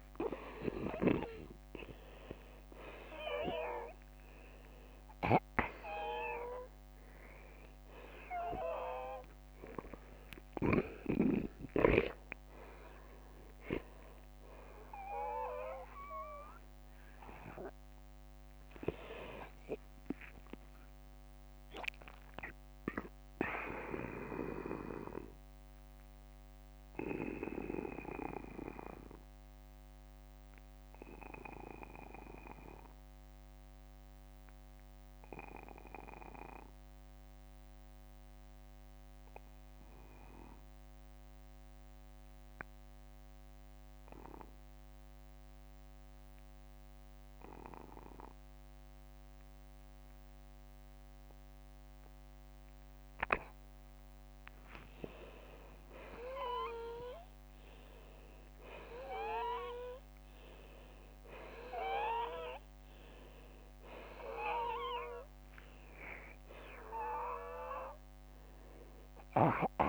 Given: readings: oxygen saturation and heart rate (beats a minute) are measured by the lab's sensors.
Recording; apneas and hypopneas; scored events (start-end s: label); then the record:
breathing in sleep by a microphone on the trachea; 1
18.00-21.00 s: arousal
22.50-42.50 s: oxygen desaturation (device-marked, oxygen 93% before, 86% lowest, heart rate 61 before, 40 extreme)
22.50-52.50 s: obstructive apnea (oxygen 96% before, 83% lowest, heart rate 61 before, 40 extreme, up 17 after)
54.50-60.50 s: arousal
66.50-69.89 s: oxygen desaturation (device-marked, oxygen 95% before, 83% lowest, heart rate 56 before, 39 extreme)
From the record:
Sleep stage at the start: N2 (light sleep); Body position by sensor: on the back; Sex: male